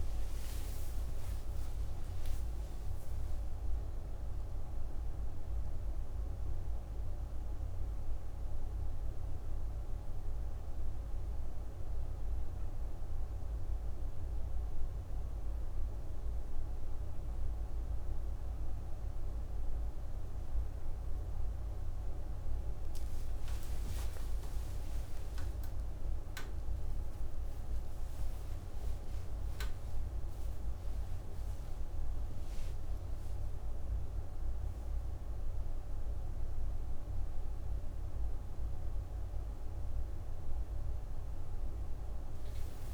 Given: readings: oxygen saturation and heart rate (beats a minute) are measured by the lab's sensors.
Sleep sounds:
a person awake in a sleep study, hard to hear, by a room microphone; none
29.50-36.50 s: oxygen desaturation (device-marked, oxygen 99% before, 94% lowest)
From the record:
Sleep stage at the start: awake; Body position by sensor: on the back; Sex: female

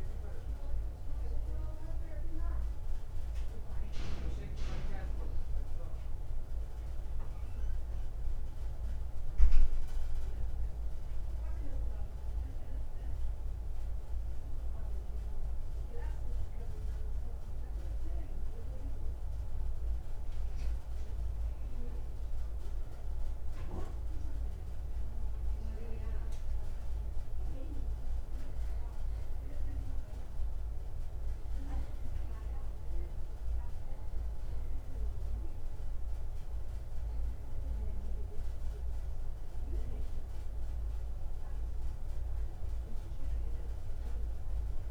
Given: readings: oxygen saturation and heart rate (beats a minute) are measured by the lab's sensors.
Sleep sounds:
breathing in sleep by a room microphone; none
none scored
From the record:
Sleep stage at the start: N2 (light sleep); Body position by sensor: on the right side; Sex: male

